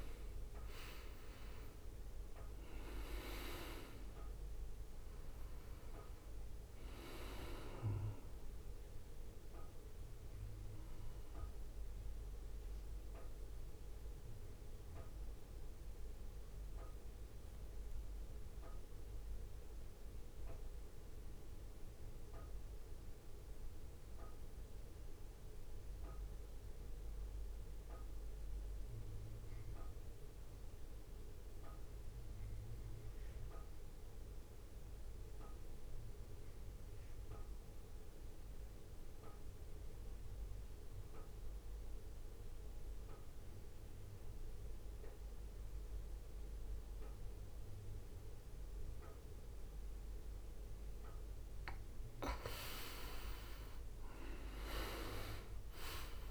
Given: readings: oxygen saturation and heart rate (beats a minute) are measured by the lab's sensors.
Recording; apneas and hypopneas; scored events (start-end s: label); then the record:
breathing in sleep by a room microphone; 1
0.00-11.50 s: oxygen desaturation (device-marked, oxygen 91% lowest, heart rate 52 extreme)
1.50-6.00 s: arousal
1.50-14.50 s: drop in pulse transit time (device-marked, heart rate 64 before, 53 extreme)
11.00-51.00 s: mixed apnea (oxygen 100% before, 85% lowest, heart rate 60 before, 50 extreme, up 11 after)
13.50-29.50 s: oxygen desaturation (device-marked, oxygen 94% before, 89% lowest, heart rate 59 before, 50 extreme)
44.50-56.31 s: oxygen desaturation (device-marked, oxygen 98% before, 91% lowest, heart rate 60 before, 52 extreme)
From the record:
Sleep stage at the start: N2 (light sleep); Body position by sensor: on the right side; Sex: male